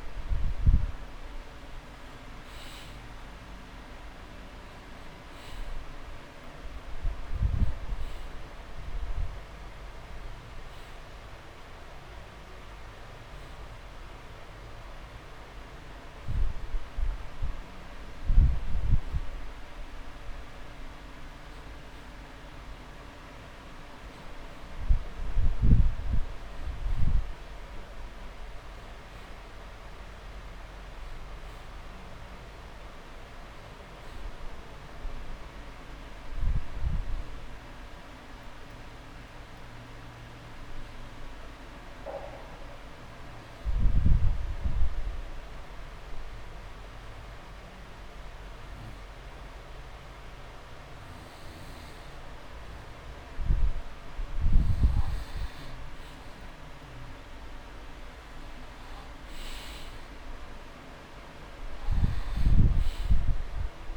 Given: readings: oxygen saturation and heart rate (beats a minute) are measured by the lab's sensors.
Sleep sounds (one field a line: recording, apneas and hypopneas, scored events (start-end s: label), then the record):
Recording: breathing in sleep, hard to hear, by a room microphone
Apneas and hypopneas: 1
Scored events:
0.00-3.00 s: arousal
11.50-25.50 s: oxygen desaturation (device-marked, oxygen 98% before, 93% lowest)
31.50-35.00 s: arousal
38.00-52.50 s: obstructive apnea (oxygen 98% before, 90% lowest)
54.50-56.50 s: long interval between heartbeats (device-marked)
55.00-58.50 s: arousal
60.50-63.97 s: oxygen desaturation (device-marked, oxygen 97% before, 90% lowest)
From the record:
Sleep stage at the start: N2 (light sleep)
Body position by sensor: on the back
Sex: male